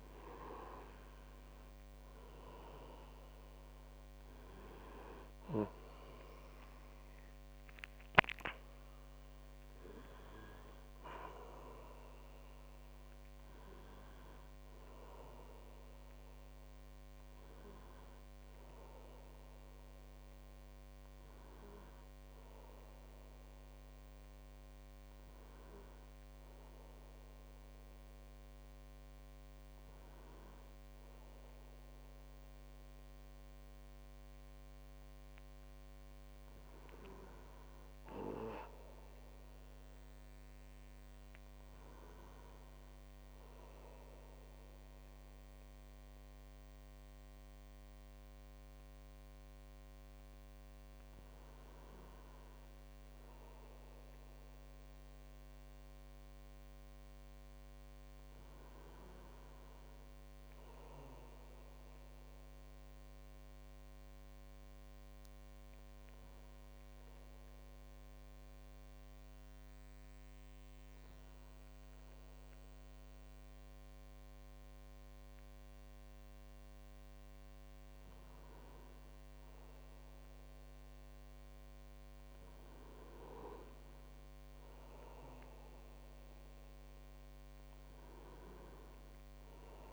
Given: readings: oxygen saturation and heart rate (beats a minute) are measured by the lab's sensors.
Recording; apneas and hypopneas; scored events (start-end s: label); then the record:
breathing in sleep by a microphone on the trachea; 1
1.50-6.50 s: arousal
63.50-76.50 s: hypopnea (oxygen 99% before, 96% lowest, heart rate 57 before, 39 extreme, up 2 after)
78.50-82.00 s: arousal
From the record:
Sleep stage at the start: N1 (lightest sleep); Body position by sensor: on the back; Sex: male